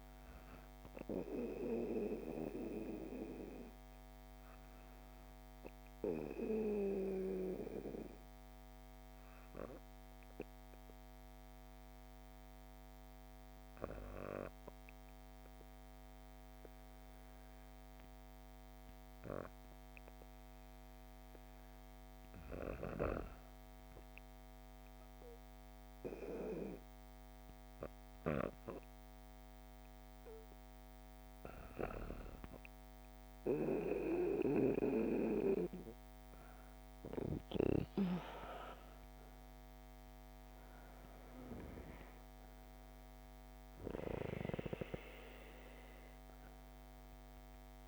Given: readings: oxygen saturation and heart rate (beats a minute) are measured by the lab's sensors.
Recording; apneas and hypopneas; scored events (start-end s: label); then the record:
breathing in sleep by a microphone on the trachea; 1
7.00-21.00 s: obstructive apnea (oxygen 97% before, 94% lowest, heart rate 69 before, 81 extreme, up 34 after)
26.00-30.50 s: arousal
From the record:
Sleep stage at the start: N2 (light sleep); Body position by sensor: on the back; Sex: female